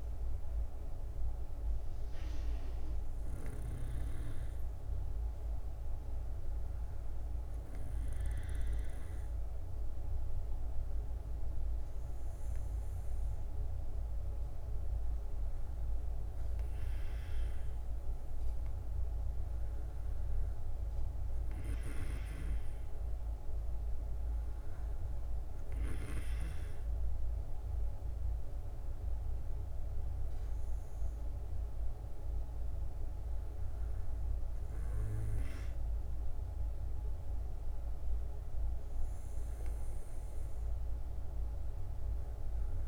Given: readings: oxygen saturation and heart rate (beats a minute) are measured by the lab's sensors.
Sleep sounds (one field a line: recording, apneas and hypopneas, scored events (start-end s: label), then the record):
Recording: breathing in sleep, hard to hear, by a room microphone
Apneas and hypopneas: none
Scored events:
none scored
From the record:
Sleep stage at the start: N2 (light sleep)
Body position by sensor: on the back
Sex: female